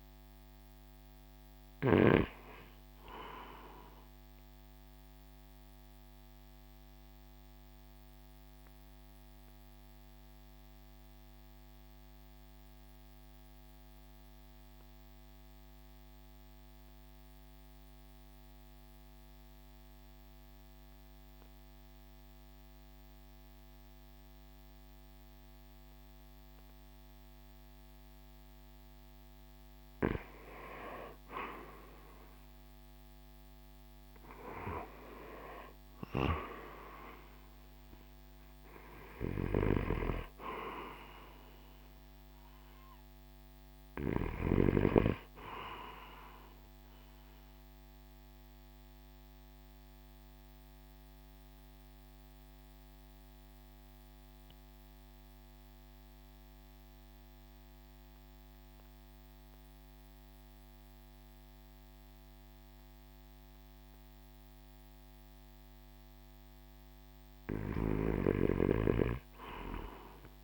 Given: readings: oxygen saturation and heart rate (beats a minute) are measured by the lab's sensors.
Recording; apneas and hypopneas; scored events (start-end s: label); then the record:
breathing in sleep by a microphone on the trachea; 2
4.00-11.00 s: oxygen desaturation (device-marked, oxygen 94% before, 84% lowest, heart rate 55 before, 48 extreme)
4.00-27.50 s: obstructive apnea (oxygen 97% before, 84% lowest, heart rate 55 before, 48 extreme, up 9 after)
30.50-34.50 s: arousal
35.00-68.00 s: oxygen desaturation (device-marked, oxygen 96% before, 85% lowest, heart rate 51 before, 50 extreme)
46.50-66.00 s: obstructive apnea (oxygen 98% before, 85% lowest, heart rate 56 before, 50 extreme, up 2 after)
66.00-69.00 s: arousal
From the record:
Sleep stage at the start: REM sleep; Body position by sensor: on the right side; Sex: male